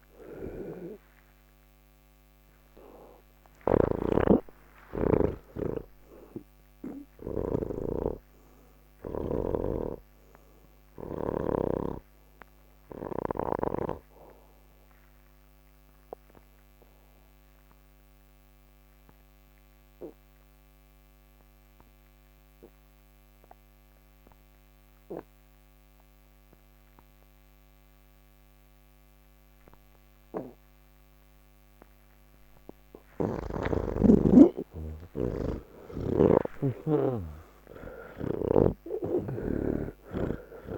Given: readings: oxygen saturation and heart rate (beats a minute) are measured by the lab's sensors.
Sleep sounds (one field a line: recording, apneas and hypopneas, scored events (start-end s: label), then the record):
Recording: breathing in sleep by a microphone on the trachea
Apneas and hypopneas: 1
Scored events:
0.00-11.50 s: snoring (device-marked)
2.50-25.50 s: oxygen desaturation (device-marked, oxygen 93% before, 86% lowest, heart rate 150 before, 138 extreme)
15.00-32.00 s: obstructive apnea (oxygen 97% before, 84% lowest, heart rate 170 before, 138 extreme, up 5 after)
From the record:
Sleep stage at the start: N2 (light sleep)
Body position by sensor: on the back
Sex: male